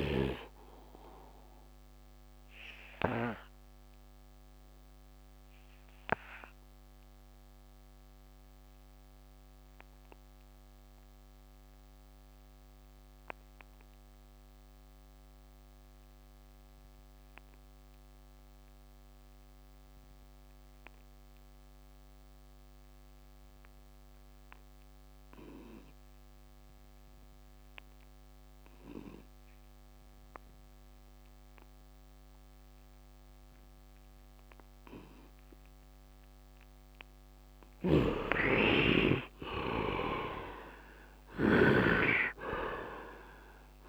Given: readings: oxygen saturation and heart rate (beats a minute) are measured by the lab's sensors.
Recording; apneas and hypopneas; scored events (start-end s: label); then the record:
breathing in sleep by a microphone on the trachea; 1
0.00-14.50 s: oxygen desaturation (device-marked, oxygen 73% lowest, heart rate 69 extreme)
1.00-35.00 s: obstructive apnea (oxygen 98% before, 68% lowest, heart rate 87 before, 69 extreme, up 26 after)
16.50-43.89 s: oxygen desaturation (device-marked, oxygen 100% before, 68% lowest, heart rate 73 before, 69 extreme)
37.50-41.50 s: snoring (device-marked)
37.50-42.00 s: arousal
From the record:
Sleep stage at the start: N2 (light sleep); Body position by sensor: on the right side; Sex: male